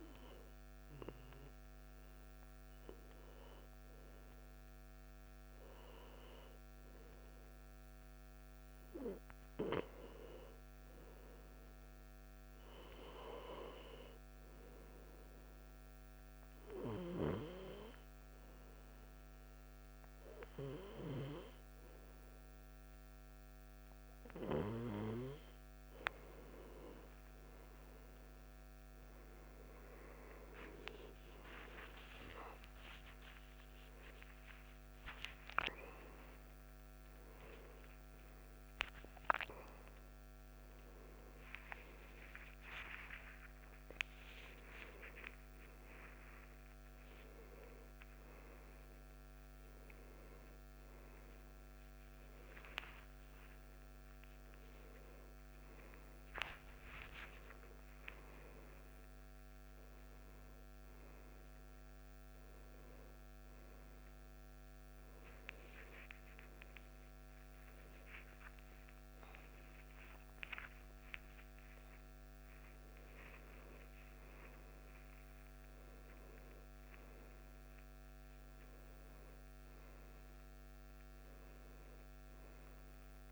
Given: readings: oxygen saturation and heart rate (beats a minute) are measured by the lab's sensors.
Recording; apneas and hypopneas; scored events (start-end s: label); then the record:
a person awake in a sleep study, by a microphone on the trachea; 1
10.00-13.00 s: arousal
13.00-29.00 s: oxygen desaturation (device-marked, oxygen 95% before, 92% lowest, heart rate 65 before, 62 extreme)
17.00-27.00 s: hypopnea (oxygen 95% before, 90% lowest, heart rate 65 before, 62 extreme, up 12 after)
28.00-83.31 s: new sleep stage, awake
38.00-57.00 s: oxygen desaturation (device-marked, oxygen 93% before, 90% lowest, heart rate 67 before, 68 extreme)
43.50-45.50 s: long interval between heartbeats (device-marked, heart rate 71 before, 88 extreme)
72.50-74.50 s: long interval between heartbeats (device-marked, heart rate 70 before, 72 extreme)
From the record:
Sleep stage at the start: N2 (light sleep); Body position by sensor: on the back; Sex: male